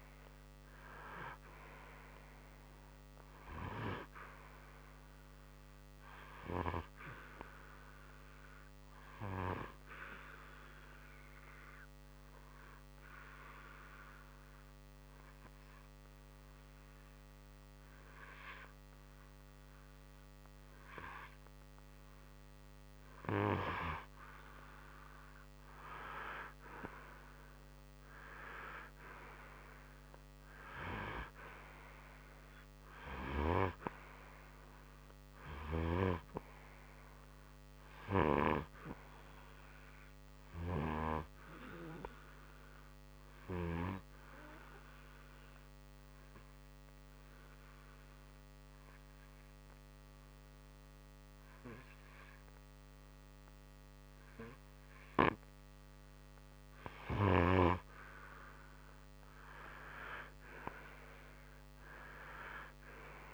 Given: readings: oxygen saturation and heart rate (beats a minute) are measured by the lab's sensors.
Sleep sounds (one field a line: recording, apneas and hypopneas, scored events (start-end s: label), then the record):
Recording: breathing in sleep by a microphone on the trachea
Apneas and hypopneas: 2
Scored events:
0.00-7.50 s: oxygen desaturation (device-marked, oxygen 90% lowest, heart rate 58 extreme)
8.00-22.50 s: obstructive apnea (oxygen 95% before, 90% lowest, heart rate 67 before, 58 extreme, up 7 after)
25.00-28.00 s: arousal
42.50-56.00 s: obstructive apnea (oxygen 96% before, 91% lowest, heart rate 64 before, 61 extreme, up 4 after)
47.50-56.50 s: oxygen desaturation (device-marked, oxygen 96% before, 92% lowest, heart rate 65 before, 61 extreme)
59.50-63.00 s: arousal
From the record:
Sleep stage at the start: N2 (light sleep)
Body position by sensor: on the right side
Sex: male